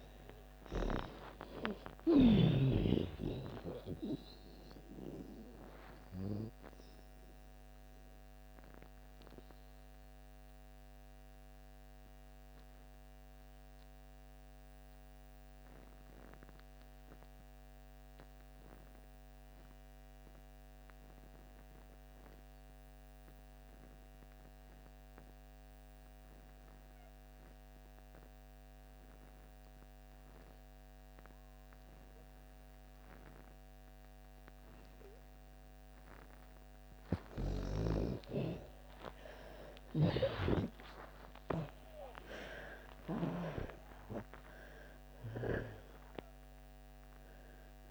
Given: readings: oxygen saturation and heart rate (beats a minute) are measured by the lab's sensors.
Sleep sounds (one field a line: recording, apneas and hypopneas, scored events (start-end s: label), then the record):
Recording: breathing in sleep by a microphone on the trachea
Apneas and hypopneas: 1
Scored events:
0.00-2.00 s: snoring (device-marked)
0.00-3.50 s: arousal
0.00-24.50 s: oxygen desaturation (device-marked, oxygen 81% lowest)
6.00-36.50 s: mixed apnea (oxygen 97% before, 76% lowest)
30.50-47.91 s: oxygen desaturation (device-marked, oxygen 95% before, 76% lowest)
38.50-43.50 s: arousal
From the record:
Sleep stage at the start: N2 (light sleep)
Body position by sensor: on the back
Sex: female